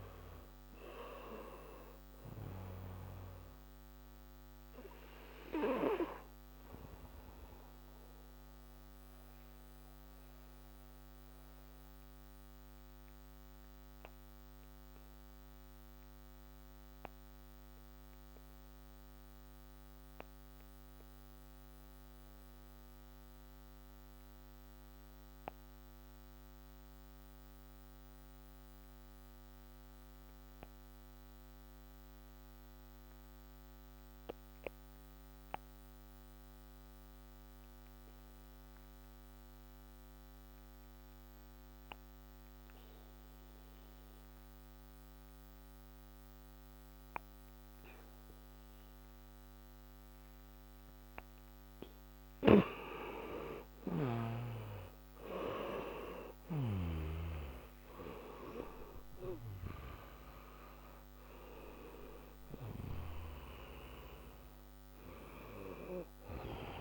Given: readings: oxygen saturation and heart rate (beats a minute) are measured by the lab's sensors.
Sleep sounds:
breathing in sleep by a microphone on the trachea; 1
0.50-26.50 s: oxygen desaturation (device-marked, oxygen 97% before, 87% lowest)
8.00-52.00 s: mixed apnea (oxygen 97% before, 86% lowest)
40.50-66.81 s: oxygen desaturation (device-marked, oxygen 98% before, 86% lowest)
52.00-57.00 s: snoring (device-marked)
56.00-62.00 s: arousal
From the record:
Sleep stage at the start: N2 (light sleep); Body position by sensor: on the back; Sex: male

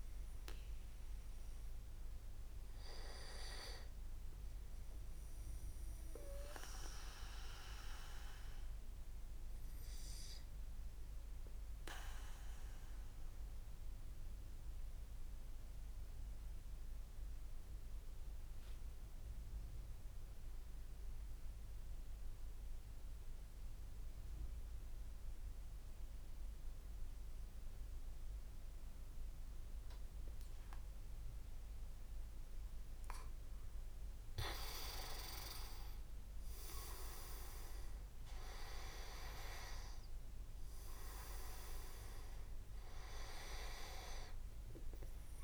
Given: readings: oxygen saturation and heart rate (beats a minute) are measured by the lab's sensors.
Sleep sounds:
breathing in sleep by a room microphone; 1
4.00-32.50 s: obstructive apnea (oxygen 98% before, 94% lowest)
34.50-39.50 s: arousal
35.00-45.44 s: oxygen desaturation (device-marked, oxygen 98% before, 94% lowest)
From the record:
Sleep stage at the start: N2 (light sleep); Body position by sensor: on the back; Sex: male

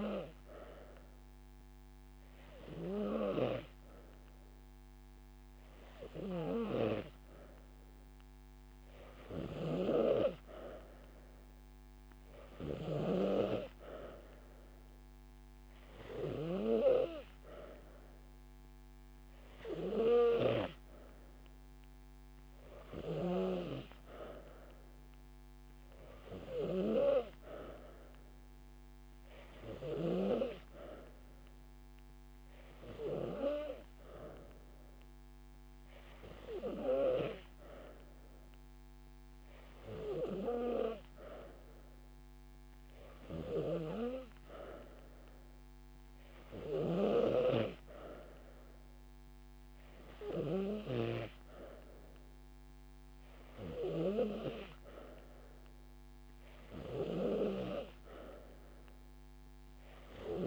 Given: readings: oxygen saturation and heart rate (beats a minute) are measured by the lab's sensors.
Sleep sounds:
breathing in sleep by a microphone on the trachea; none
0.00-7.50 s: oxygen desaturation (device-marked, oxygen 90% lowest)
9.50-60.47 s: new sleep stage, N3 (deep sleep)
40.50-42.50 s: long interval between heartbeats (device-marked)
46.50-48.50 s: long interval between heartbeats (device-marked)
From the record:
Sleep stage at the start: N2 (light sleep); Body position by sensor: on the back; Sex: female

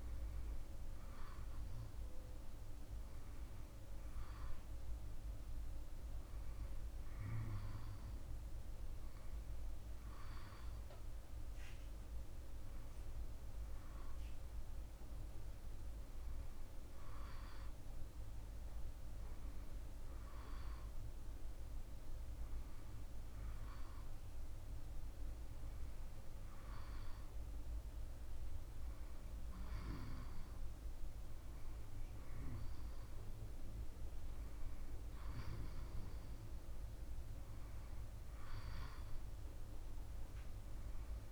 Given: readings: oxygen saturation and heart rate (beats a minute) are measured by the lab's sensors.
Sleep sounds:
breathing in sleep, hard to hear, by a room microphone; none
none scored
From the record:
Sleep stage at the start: N1 (lightest sleep); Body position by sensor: on the back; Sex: male

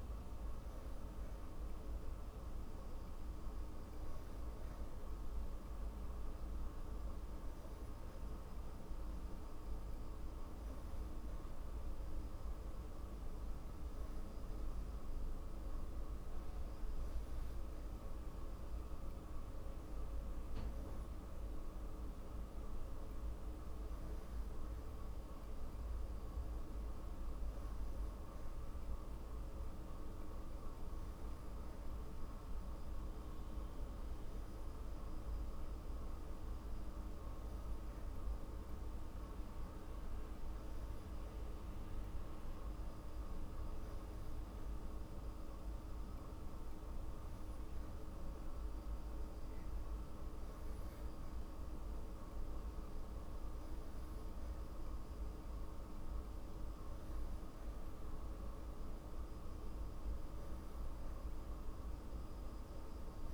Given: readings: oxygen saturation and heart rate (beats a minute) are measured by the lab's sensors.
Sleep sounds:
breathing in sleep, hard to hear, by a room microphone; none
none scored
From the record:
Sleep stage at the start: N3 (deep sleep); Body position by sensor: on the back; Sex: female

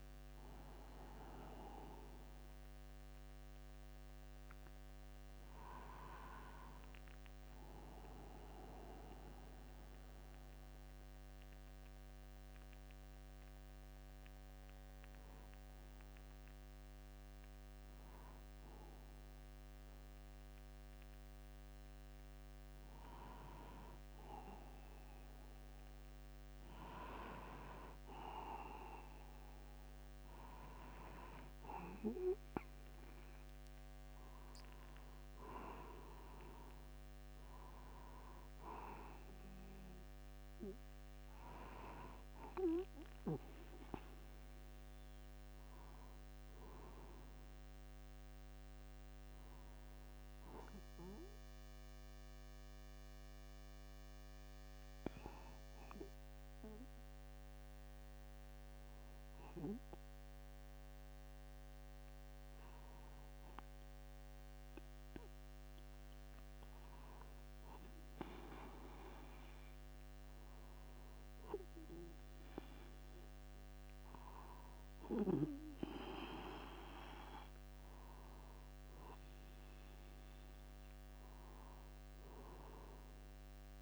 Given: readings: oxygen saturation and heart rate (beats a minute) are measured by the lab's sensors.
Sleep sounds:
breathing in sleep by a microphone on the trachea; 1
40.00-45.50 s: arousal
52.50-66.50 s: hypopnea (oxygen 97% before, 95% lowest, heart rate 50 before, 50 extreme, up 1 after)
68.50-73.00 s: arousal
From the record:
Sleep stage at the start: N2 (light sleep); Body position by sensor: upright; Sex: male

